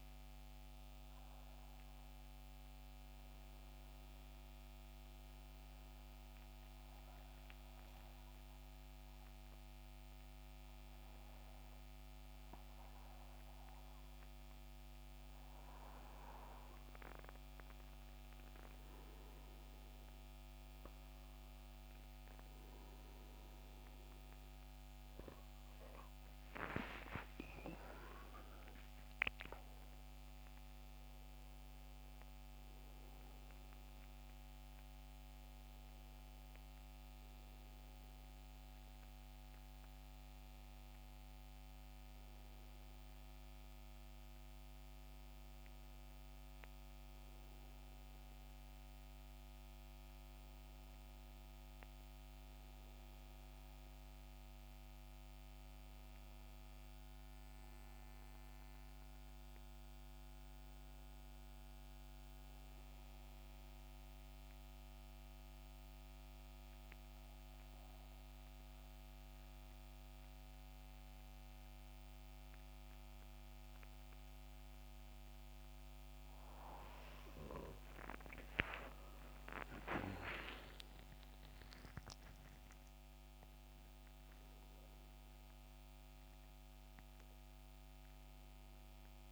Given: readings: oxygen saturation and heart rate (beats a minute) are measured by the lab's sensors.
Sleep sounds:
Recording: breathing in sleep by a microphone on the trachea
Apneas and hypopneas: 2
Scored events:
5.50-18.00 s: obstructive apnea (oxygen 90% before, 84% lowest, heart rate 75 before, 71 extreme, up 9 after)
16.00-45.00 s: oxygen desaturation (device-marked, oxygen 89% before, 84% lowest, heart rate 73 before, 71 extreme)
21.00-28.00 s: arousal
28.00-58.00 s: new sleep stage, N1 (lightest sleep)
58.00-89.32 s: new sleep stage, N2 (light sleep)
63.00-75.50 s: hypopnea (oxygen 92% before, 84% lowest, heart rate 76 before, 67 extreme, up 12 after)
76.00-89.32 s: oxygen desaturation (device-marked, oxygen 90% before, 84% lowest, heart rate 72 before, 67 extreme)
78.00-83.00 s: arousal
From the record:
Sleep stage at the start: N2 (light sleep)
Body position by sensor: on the back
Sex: male

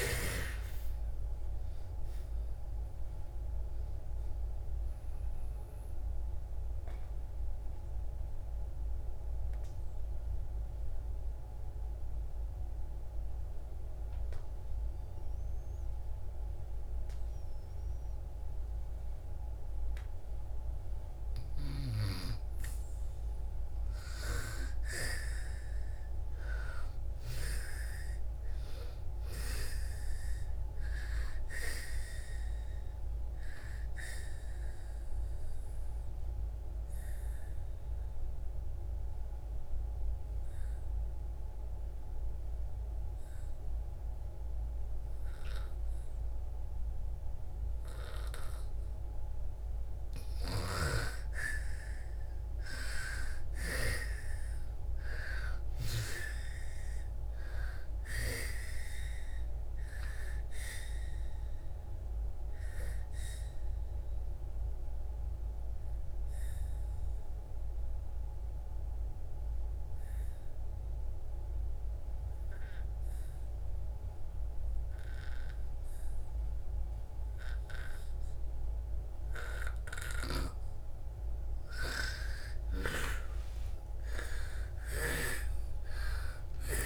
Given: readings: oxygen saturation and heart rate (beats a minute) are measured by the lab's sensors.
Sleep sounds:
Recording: breathing in sleep by a room microphone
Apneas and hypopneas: 3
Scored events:
0.00-23.00 s: oxygen desaturation (device-marked, oxygen 85% lowest)
5.00-20.50 s: obstructive apnea (oxygen 97% before, 85% lowest)
24.00-28.00 s: arousal
28.00-47.00 s: oxygen desaturation (device-marked, oxygen 97% before, 88% lowest)
33.50-49.50 s: obstructive apnea (oxygen 97% before, 83% lowest)
52.00-56.50 s: arousal
54.00-73.00 s: oxygen desaturation (device-marked, oxygen 97% before, 87% lowest)
62.00-80.50 s: obstructive apnea (oxygen 97% before, 83% lowest)
80.00-86.86 s: oxygen desaturation (device-marked, oxygen 97% before, 83% lowest)
82.00-86.86 s: arousal
From the record:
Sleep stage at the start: N2 (light sleep)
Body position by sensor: on the back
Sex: female

